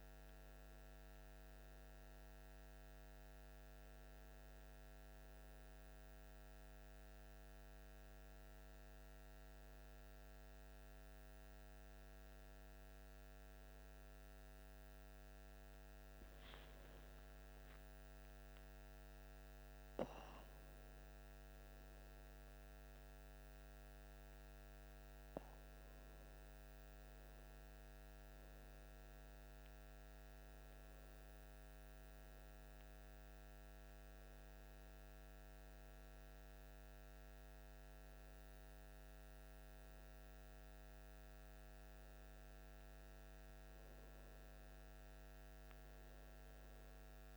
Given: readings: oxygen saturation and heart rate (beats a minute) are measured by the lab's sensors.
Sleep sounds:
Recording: a person awake in a sleep study, hard to hear, by a microphone on the trachea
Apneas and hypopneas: none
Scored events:
none scored
From the record:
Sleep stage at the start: awake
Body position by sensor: on the back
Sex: male

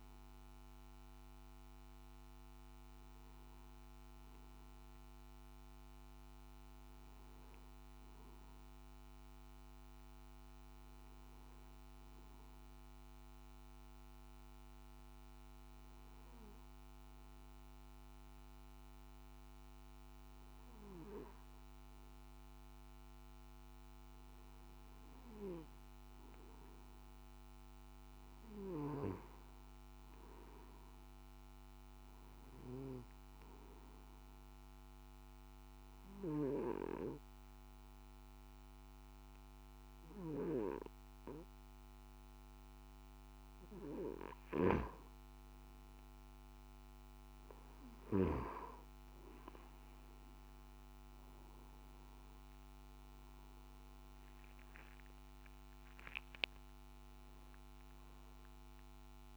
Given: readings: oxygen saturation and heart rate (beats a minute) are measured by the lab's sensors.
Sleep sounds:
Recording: breathing in sleep by a microphone on the trachea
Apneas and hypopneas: 2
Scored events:
0.00-5.50 s: oxygen desaturation (device-marked, oxygen 93% lowest, heart rate 56 extreme)
12.00-24.50 s: hypopnea (oxygen 97% before, 91% lowest, heart rate 59 before, 56 extreme, up 5 after)
26.50-29.00 s: arousal
34.00-45.50 s: obstructive apnea (oxygen 97% before, 91% lowest, heart rate 60 before, 56 extreme, up 6 after)
51.50-56.00 s: arousal
From the record:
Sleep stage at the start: N2 (light sleep)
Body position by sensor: on the back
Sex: male

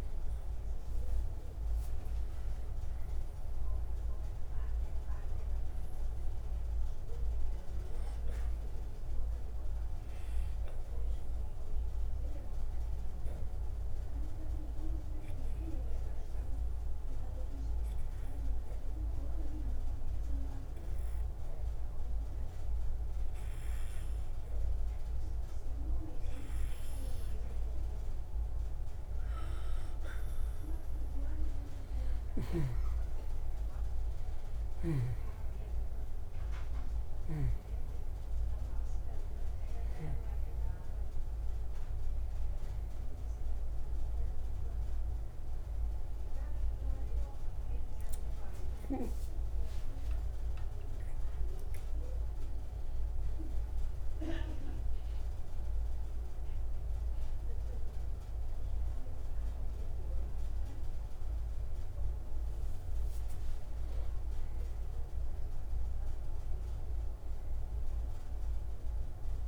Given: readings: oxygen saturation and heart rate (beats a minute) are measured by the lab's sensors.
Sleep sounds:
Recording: breathing in sleep by a room microphone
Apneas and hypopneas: 1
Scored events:
0.00-4.50 s: oxygen desaturation (device-marked, oxygen 89% lowest, heart rate 59 extreme)
4.00-8.00 s: arousal
11.50-27.50 s: obstructive apnea (oxygen 97% before, 89% lowest, heart rate 136 before, 57 extreme, up 51 after)
28.00-31.00 s: arousal
35.50-69.47 s: oxygen desaturation (device-marked, oxygen 95% before, 89% lowest, heart rate 95 before, 77 extreme)
51.00-55.50 s: arousal
From the record:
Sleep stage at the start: N2 (light sleep)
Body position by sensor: on the right side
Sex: male

